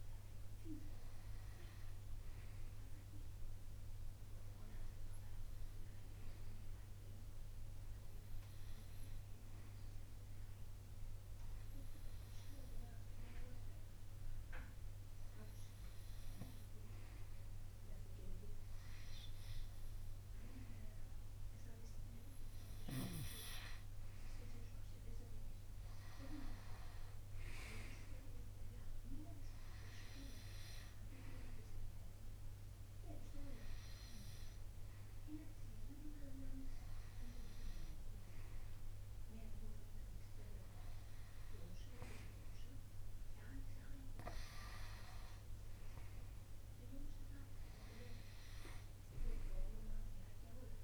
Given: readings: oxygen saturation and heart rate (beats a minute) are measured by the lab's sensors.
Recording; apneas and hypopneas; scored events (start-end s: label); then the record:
breathing in sleep by a room microphone; none
none scored
From the record:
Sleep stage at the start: N2 (light sleep); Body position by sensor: on the right side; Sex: male